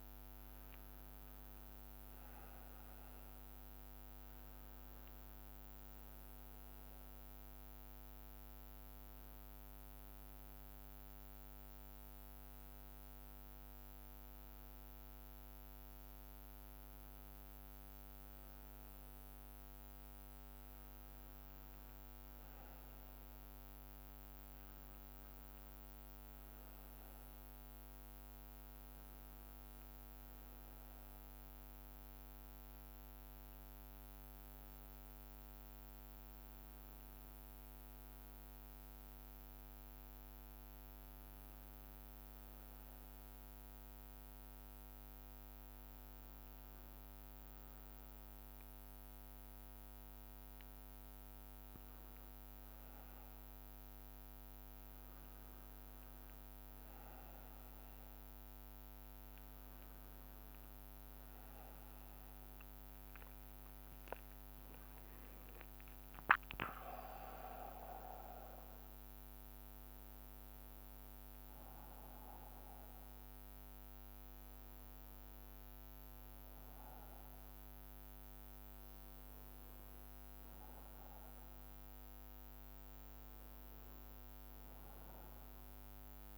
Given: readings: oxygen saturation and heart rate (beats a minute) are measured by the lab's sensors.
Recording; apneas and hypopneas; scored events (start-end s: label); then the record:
breathing in sleep, hard to hear, by a microphone on the trachea; 1
0.00-86.38 s: bradycardia (device-marked)
1.00-3.00 s: long interval between heartbeats (device-marked)
4.00-6.00 s: long interval between heartbeats (device-marked)
7.50-16.50 s: drop in pulse transit time (device-marked)
13.00-15.00 s: long interval between heartbeats (device-marked)
22.00-26.50 s: arousal
32.50-34.50 s: long interval between heartbeats (device-marked)
32.50-53.50 s: hypopnea (oxygen 91% before, 89% lowest)
40.00-42.00 s: long interval between heartbeats (device-marked)
50.50-52.50 s: long interval between heartbeats (device-marked)
56.50-58.50 s: long interval between heartbeats (device-marked)
59.00-61.00 s: long interval between heartbeats (device-marked, heart rate 32 before, 36 extreme)
62.50-66.50 s: arousal
65.00-67.00 s: long interval between heartbeats (device-marked, heart rate 33 before, 28 extreme)
69.50-79.50 s: drop in pulse transit time (device-marked)
70.50-72.50 s: long interval between heartbeats (device-marked, heart rate 35 before, 28 extreme)
70.50-86.38 s: new sleep stage, N2 (light sleep)
78.50-80.50 s: long interval between heartbeats (device-marked)
From the record:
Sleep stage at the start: N1 (lightest sleep); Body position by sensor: on the right side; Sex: male